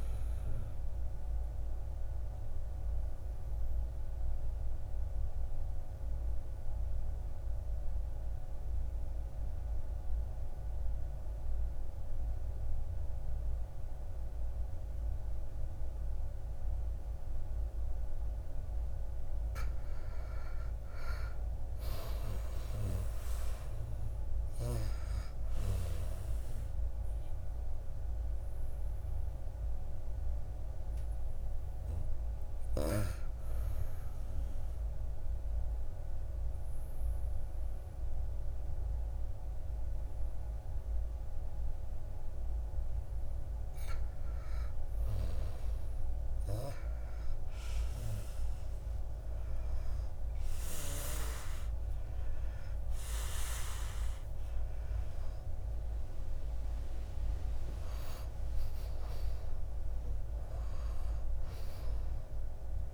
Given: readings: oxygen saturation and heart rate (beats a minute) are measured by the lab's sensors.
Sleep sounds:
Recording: breathing in sleep by a room microphone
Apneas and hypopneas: 2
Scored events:
1.50-18.00 s: obstructive apnea (oxygen 97% before, 87% lowest, heart rate 61 before, 56 extreme, up 11 after)
19.50-22.50 s: arousal
20.50-40.50 s: oxygen desaturation (device-marked, oxygen 96% before, 87% lowest, heart rate 58 before, 57 extreme)
28.50-43.00 s: obstructive apnea (oxygen 97% before, 87% lowest, heart rate 60 before, 57 extreme, up 10 after)
48.50-52.50 s: arousal
53.50-62.94 s: oxygen desaturation (device-marked, oxygen 97% before, 91% lowest, heart rate 62 before, 56 extreme)
From the record:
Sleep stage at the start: N2 (light sleep)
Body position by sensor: on the back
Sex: male

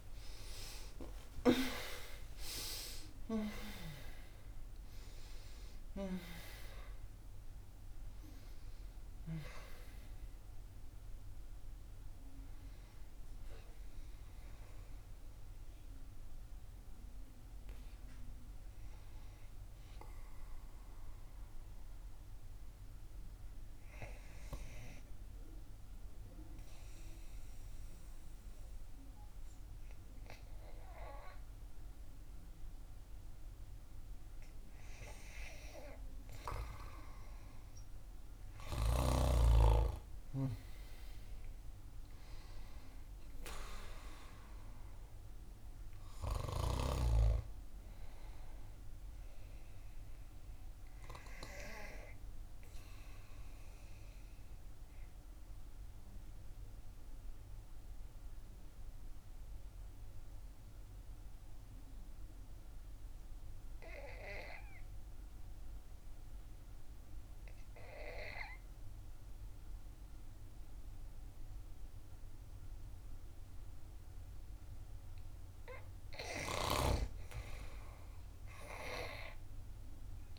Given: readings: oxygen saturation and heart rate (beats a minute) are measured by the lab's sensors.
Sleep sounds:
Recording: breathing in sleep by a room microphone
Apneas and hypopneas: 2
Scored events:
0.00-3.00 s: arousal
0.00-7.00 s: oxygen desaturation (device-marked, oxygen 69% lowest, heart rate 64 extreme)
1.00-3.00 s: long interval between heartbeats (device-marked, heart rate 70 before, 88 extreme)
2.00-80.38 s: new sleep stage, N2 (light sleep)
13.00-19.00 s: oxygen desaturation (device-marked, oxygen 70% before, 65% lowest, heart rate 81 before, 63 extreme)
16.50-18.50 s: long interval between heartbeats (device-marked, heart rate 83 before, 72 extreme)
19.50-21.50 s: long interval between heartbeats (device-marked, heart rate 83 before, 74 extreme)
24.50-34.50 s: obstructive apnea (oxygen 94% before, 88% lowest, heart rate 80 before, 62 extreme, up 4 after)
37.00-42.00 s: arousal
45.00-62.00 s: oxygen desaturation (device-marked, oxygen 95% before, 91% lowest, heart rate 65 before, 58 extreme)
54.50-74.50 s: obstructive apnea (oxygen 96% before, 88% lowest, heart rate 65 before, 58 extreme, up 10 after)
75.00-80.38 s: oxygen desaturation (device-marked, oxygen 95% before, 88% lowest, heart rate 61 before, 63 extreme)
78.00-80.38 s: arousal
From the record:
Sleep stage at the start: REM sleep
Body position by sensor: on the back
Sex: female

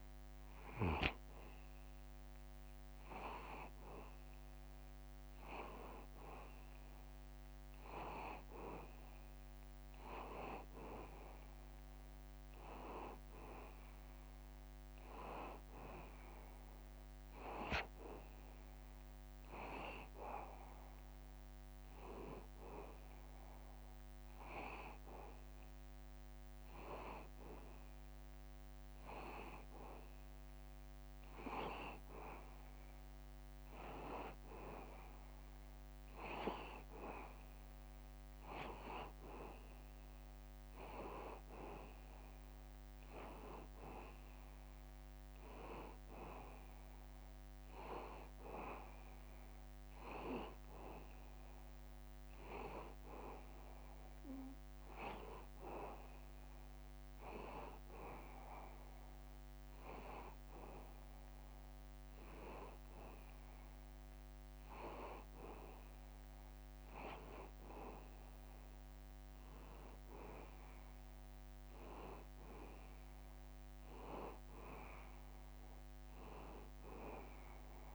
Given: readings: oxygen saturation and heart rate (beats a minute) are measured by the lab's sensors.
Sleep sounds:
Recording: breathing in sleep by a microphone on the trachea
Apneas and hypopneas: none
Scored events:
none scored
From the record:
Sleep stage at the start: N2 (light sleep)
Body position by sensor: on the back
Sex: male

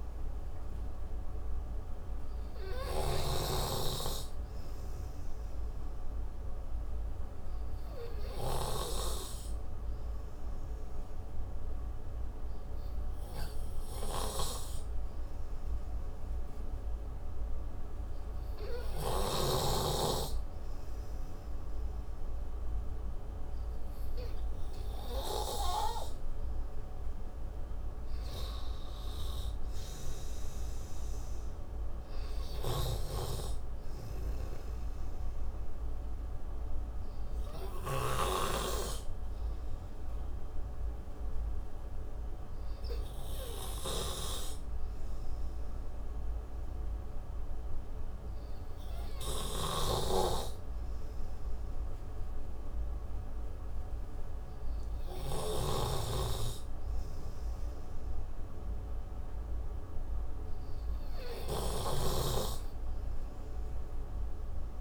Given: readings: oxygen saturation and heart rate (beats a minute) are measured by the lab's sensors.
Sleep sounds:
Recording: breathing in sleep by a room microphone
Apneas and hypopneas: 1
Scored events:
0.00-4.00 s: snoring (device-marked)
4.50-20.50 s: obstructive apnea (oxygen 96% before, 91% lowest)
22.50-26.50 s: arousal
33.00-38.50 s: snoring (device-marked)
50.00-56.00 s: snoring (device-marked)
62.00-64.81 s: snoring (device-marked)
From the record:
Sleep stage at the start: N2 (light sleep)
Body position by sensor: on the right side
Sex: male

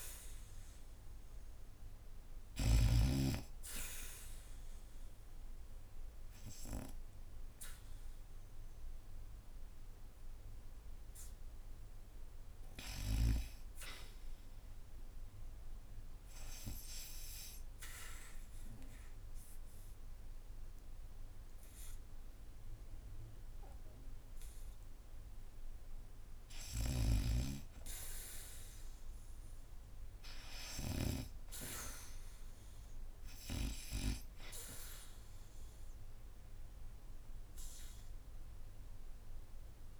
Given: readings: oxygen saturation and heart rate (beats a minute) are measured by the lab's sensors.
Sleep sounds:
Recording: breathing in sleep by a room microphone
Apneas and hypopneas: 1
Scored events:
0.00-2.50 s: snoring (device-marked)
3.50-21.50 s: oxygen desaturation (device-marked, oxygen 92% before, 72% lowest, heart rate 78 before, 78 extreme)
15.50-26.50 s: obstructive apnea (oxygen 92% before, 77% lowest, heart rate 80 before, 78 extreme, up 2 after)
28.00-31.50 s: arousal
34.50-40.00 s: oxygen desaturation (device-marked, oxygen 92% before, 78% lowest, heart rate 80 before, 82 extreme)
From the record:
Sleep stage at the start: N2 (light sleep)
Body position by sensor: on the back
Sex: female

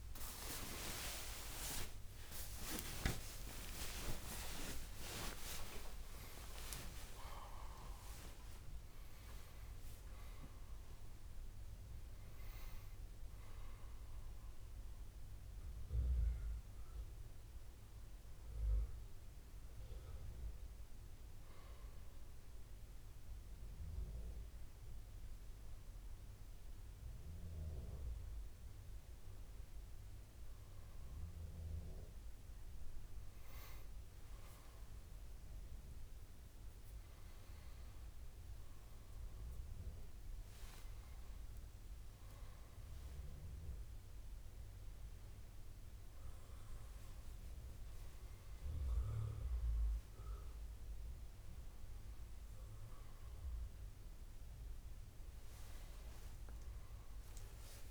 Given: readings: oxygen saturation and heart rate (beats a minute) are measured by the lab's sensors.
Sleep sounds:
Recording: a person awake in a sleep study, by a room microphone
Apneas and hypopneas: none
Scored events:
35.00-51.00 s: oxygen desaturation (device-marked, oxygen 98% before, 94% lowest, heart rate 73 before, 67 extreme)
38.00-57.91 s: new sleep stage, N1 (lightest sleep)
From the record:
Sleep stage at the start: awake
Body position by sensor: on the back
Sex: male

